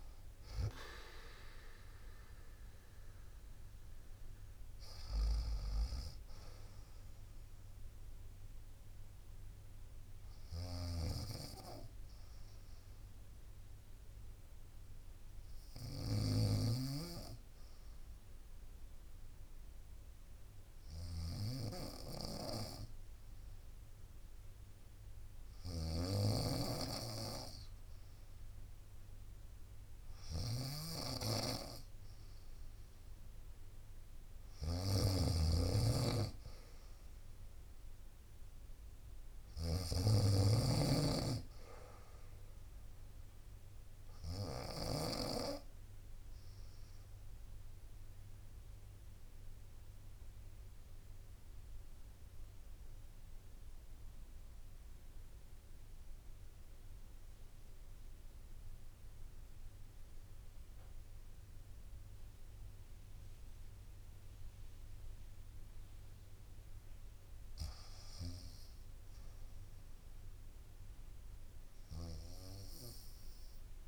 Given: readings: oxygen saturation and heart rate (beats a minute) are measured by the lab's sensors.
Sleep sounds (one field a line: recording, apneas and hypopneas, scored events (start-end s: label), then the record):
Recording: breathing in sleep by a room microphone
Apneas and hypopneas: 2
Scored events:
0.00-2.00 s: drop in pulse transit time (device-marked, heart rate 78 extreme)
0.00-15.00 s: oxygen desaturation (device-marked, oxygen 79% lowest, heart rate 61 extreme)
10.00-44.00 s: snoring (device-marked)
11.50-30.00 s: obstructive apnea (oxygen 91% before, 84% lowest, heart rate 79 before, 57 extreme, up 1 after)
35.00-39.50 s: arousal
37.00-55.00 s: oxygen desaturation (device-marked, oxygen 97% before, 93% lowest, heart rate 62 before, 56 extreme)
45.50-65.50 s: mixed apnea (oxygen 99% before, 88% lowest, heart rate 63 before, 56 extreme, up 1 after)
48.00-73.87 s: bradycardia (device-marked, heart rate 65 before, 56 extreme)
67.50-73.87 s: snoring (device-marked)
68.50-72.50 s: arousal
From the record:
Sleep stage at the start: REM sleep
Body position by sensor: on the right side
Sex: female